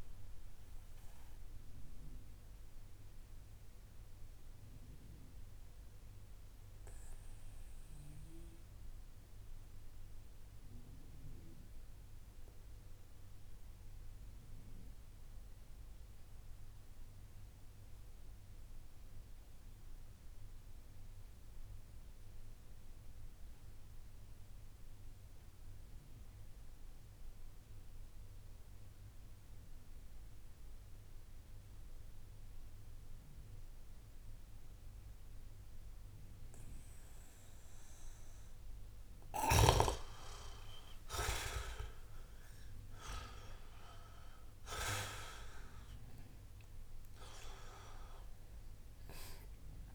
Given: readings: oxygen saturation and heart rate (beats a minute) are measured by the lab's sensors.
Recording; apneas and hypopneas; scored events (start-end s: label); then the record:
breathing in sleep by a room microphone; 1
0.00-21.50 s: oxygen desaturation (device-marked, oxygen 89% lowest)
0.50-38.00 s: obstructive apnea (oxygen 98% before, 87% lowest)
37.50-49.95 s: oxygen desaturation (device-marked, oxygen 97% before, 87% lowest)
39.50-45.00 s: arousal
From the record:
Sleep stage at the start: N2 (light sleep); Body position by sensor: on the back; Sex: male